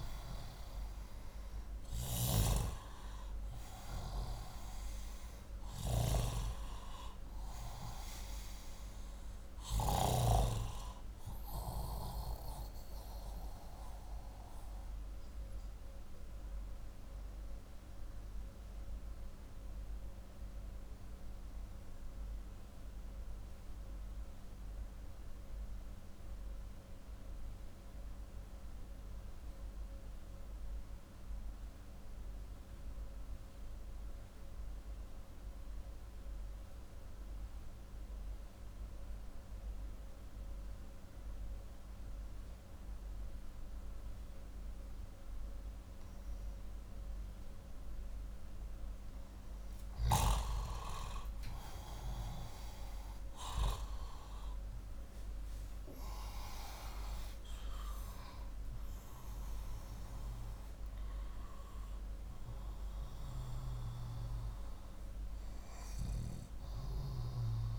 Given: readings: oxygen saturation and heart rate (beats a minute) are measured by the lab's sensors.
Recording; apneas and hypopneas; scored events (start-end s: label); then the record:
breathing in sleep by a room microphone; 1
0.00-1.50 s: arousal
17.00-48.00 s: obstructive apnea (oxygen 98% before, 92% lowest, heart rate 64 before, 74 extreme, up 34 after)
50.50-56.00 s: arousal
From the record:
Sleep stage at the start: N2 (light sleep); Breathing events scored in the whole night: 218 in 4.9 hours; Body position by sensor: upright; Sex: male